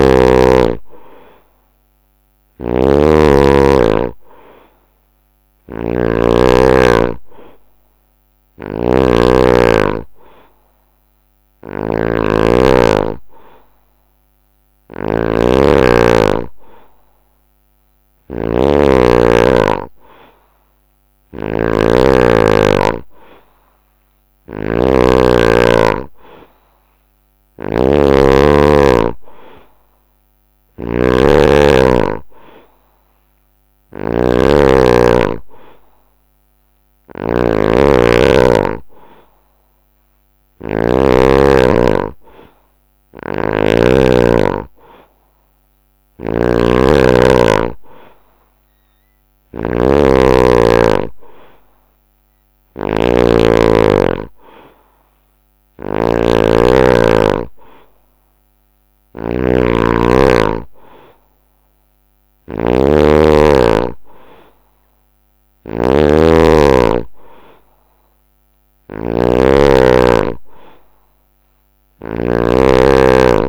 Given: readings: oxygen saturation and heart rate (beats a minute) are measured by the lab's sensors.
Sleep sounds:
breathing in sleep by a microphone on the trachea; none
0.00-40.50 s: snoring (device-marked)
7.00-15.00 s: oxygen desaturation (device-marked, oxygen 93% before, 90% lowest, heart rate 72 before, 67 extreme)
42.50-73.49 s: snoring (device-marked)
From the record:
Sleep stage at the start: N2 (light sleep); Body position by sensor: on the right side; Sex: male

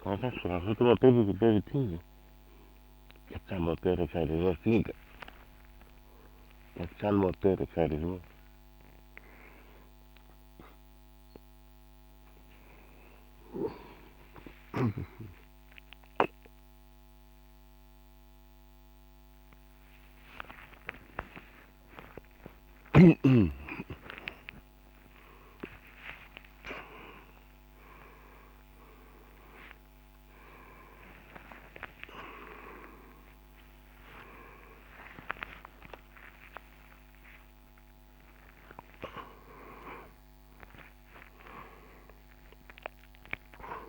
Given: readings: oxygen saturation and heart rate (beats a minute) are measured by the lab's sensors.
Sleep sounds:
a person awake in a sleep study, by a microphone on the trachea; none
none scored
From the record:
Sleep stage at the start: awake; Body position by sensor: on the right side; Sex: male

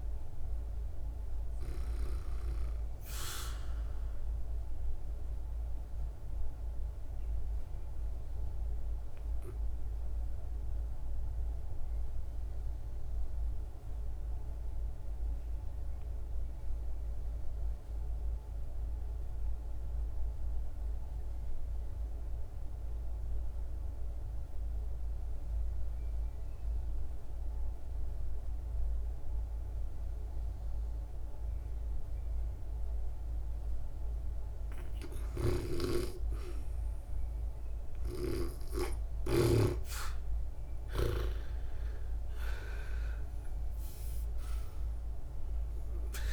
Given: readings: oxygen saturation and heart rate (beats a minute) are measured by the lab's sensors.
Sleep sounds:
breathing in sleep by a room microphone; 1
3.00-34.00 s: obstructive apnea (oxygen 96% before, 80% lowest, heart rate 63 before, 52 extreme, up 0 after)
4.00-46.33 s: new sleep stage, REM sleep
22.00-46.33 s: oxygen desaturation (device-marked, oxygen 97% before, 80% lowest, heart rate 57 before, 50 extreme)
34.50-39.00 s: snoring (device-marked)
36.00-41.00 s: arousal
From the record:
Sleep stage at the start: N2 (light sleep); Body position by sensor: on the back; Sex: female

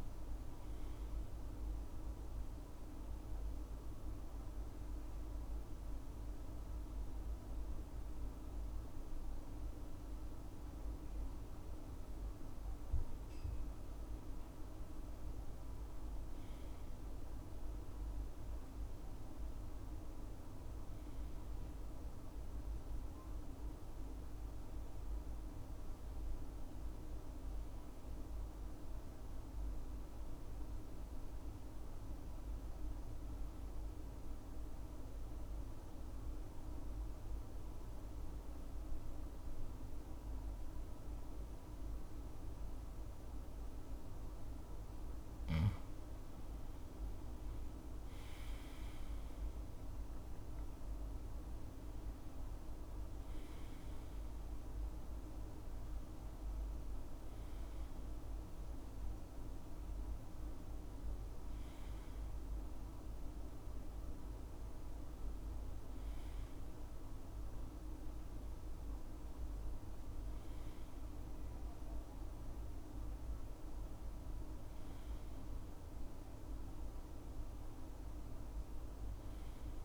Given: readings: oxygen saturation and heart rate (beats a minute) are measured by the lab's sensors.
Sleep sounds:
breathing in sleep, hard to hear, by a room microphone; 2
4.00-15.50 s: obstructive apnea (oxygen 97% before, 91% lowest, heart rate 72 before, 65 extreme, up 6 after)
19.00-22.00 s: arousal
28.50-43.50 s: obstructive apnea (oxygen 96% before, 91% lowest, heart rate 68 before, 68 extreme, up 5 after)
46.00-49.00 s: arousal
48.50-75.50 s: oxygen desaturation (device-marked, oxygen 96% before, 91% lowest, heart rate 69 before, 68 extreme)
77.50-79.85 s: arousal
From the record:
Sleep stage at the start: N2 (light sleep); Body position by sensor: on the left side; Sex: male

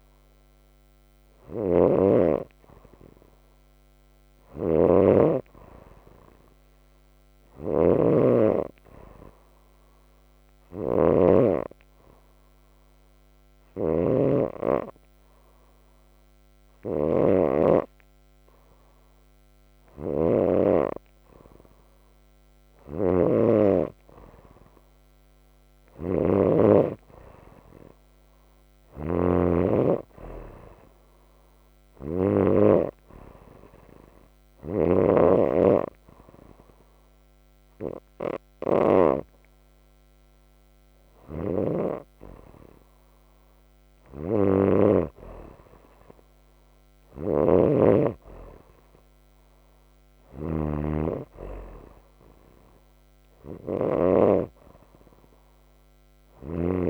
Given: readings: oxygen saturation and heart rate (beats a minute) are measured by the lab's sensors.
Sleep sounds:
breathing in sleep by a microphone on the trachea; 1
0.00-32.00 s: snoring (device-marked)
9.50-22.50 s: hypopnea (oxygen 95% before, 93% lowest)
24.00-27.00 s: arousal
43.50-56.89 s: snoring (device-marked)
From the record:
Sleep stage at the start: N2 (light sleep); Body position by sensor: on the right side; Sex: female

